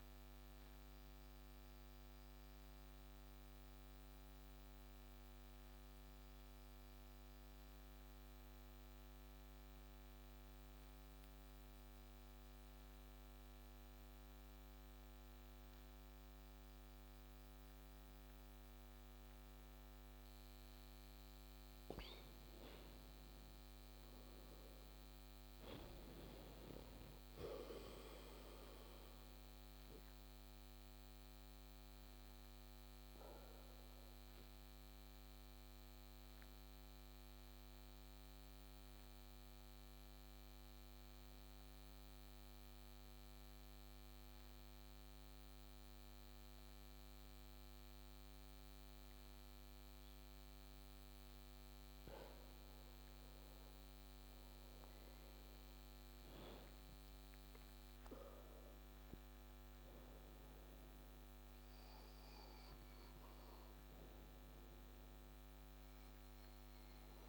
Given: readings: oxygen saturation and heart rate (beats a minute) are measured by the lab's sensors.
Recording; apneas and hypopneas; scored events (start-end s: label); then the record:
breathing in sleep, hard to hear, by a microphone on the trachea; 2
0.00-8.00 s: oxygen desaturation (device-marked, oxygen 88% lowest)
2.00-19.50 s: obstructive apnea (oxygen 93% before, 88% lowest)
22.50-26.00 s: arousal
30.50-50.50 s: obstructive apnea (oxygen 97% before, 94% lowest)
53.00-57.50 s: arousal
From the record:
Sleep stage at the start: N2 (light sleep); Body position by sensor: on the back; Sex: male